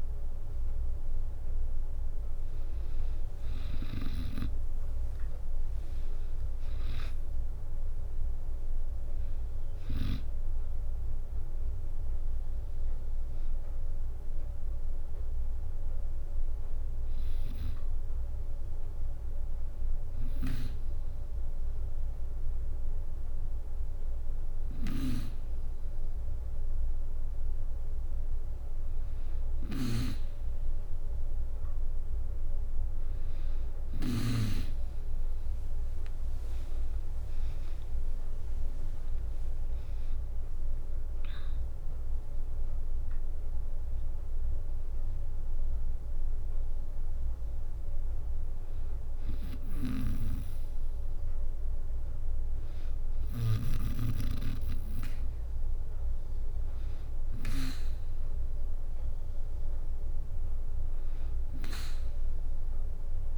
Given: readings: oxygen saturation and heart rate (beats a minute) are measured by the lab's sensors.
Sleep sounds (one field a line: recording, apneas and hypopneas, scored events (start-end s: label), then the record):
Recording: breathing in sleep by a room microphone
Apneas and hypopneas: none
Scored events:
4.00-17.00 s: drop in pulse transit time (device-marked, heart rate 64 before, 66 extreme)
4.50-7.50 s: arousal
19.50-33.50 s: snoring (device-marked)
36.50-40.00 s: arousal
37.00-50.00 s: drop in pulse transit time (device-marked, heart rate 64 before, 63 extreme)
49.00-57.00 s: snoring (device-marked)
From the record:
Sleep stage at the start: N2 (light sleep)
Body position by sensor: on the back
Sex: female